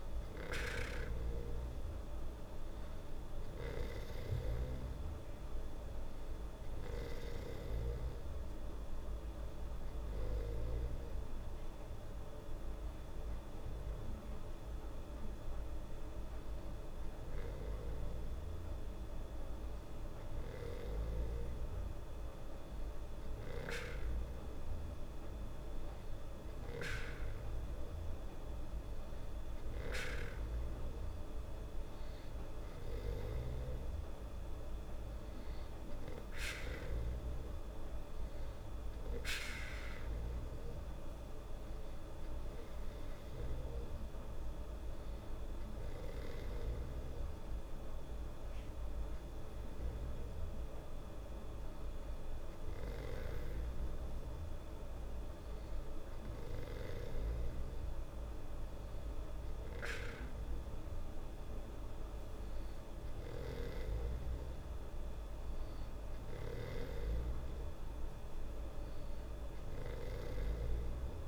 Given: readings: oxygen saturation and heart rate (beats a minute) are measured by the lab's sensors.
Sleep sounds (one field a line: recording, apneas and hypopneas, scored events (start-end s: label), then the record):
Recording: breathing in sleep by a room microphone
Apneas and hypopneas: 1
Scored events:
7.00-20.50 s: hypopnea (oxygen 98% before, 95% lowest, heart rate 78 before, 75 extreme, up 0 after)
23.00-26.50 s: arousal
From the record:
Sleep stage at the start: N2 (light sleep)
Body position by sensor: on the back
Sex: female